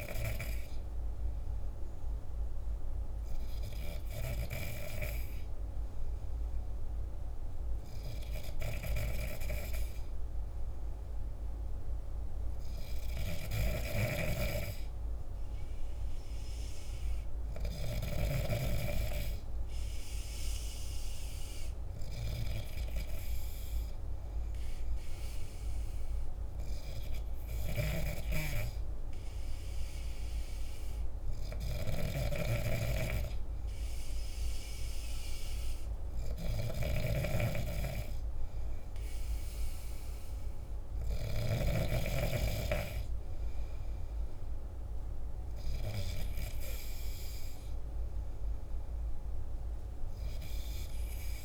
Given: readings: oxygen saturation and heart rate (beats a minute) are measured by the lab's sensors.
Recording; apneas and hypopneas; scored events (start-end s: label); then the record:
breathing in sleep by a room microphone; none
13.50-18.00 s: snoring (device-marked)
31.50-41.50 s: snoring (device-marked)
From the record:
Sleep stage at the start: N2 (light sleep); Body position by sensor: on the back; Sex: male